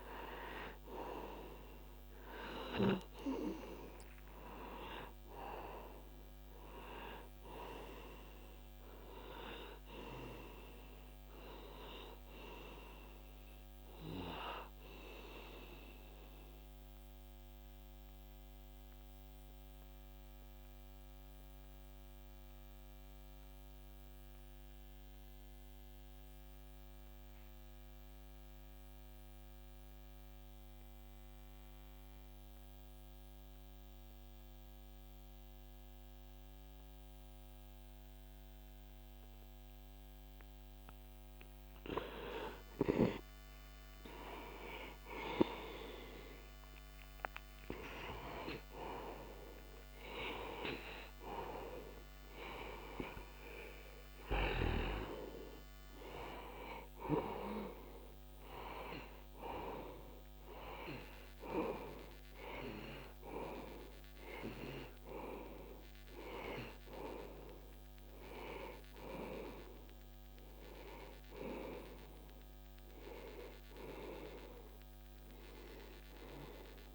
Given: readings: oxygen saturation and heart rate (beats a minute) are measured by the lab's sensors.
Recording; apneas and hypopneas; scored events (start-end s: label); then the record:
breathing in sleep by a microphone on the trachea; 1
0.00-27.50 s: oxygen desaturation (device-marked, oxygen 85% lowest, heart rate 47 extreme)
17.00-43.00 s: mixed apnea (oxygen 97% before, 85% lowest, heart rate 60 before, 56 extreme, up 0 after)
45.00-48.50 s: arousal
49.50-76.95 s: oxygen desaturation (device-marked, oxygen 98% before, 86% lowest, heart rate 64 before, 63 extreme)
From the record:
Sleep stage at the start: N2 (light sleep); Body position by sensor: on the back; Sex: male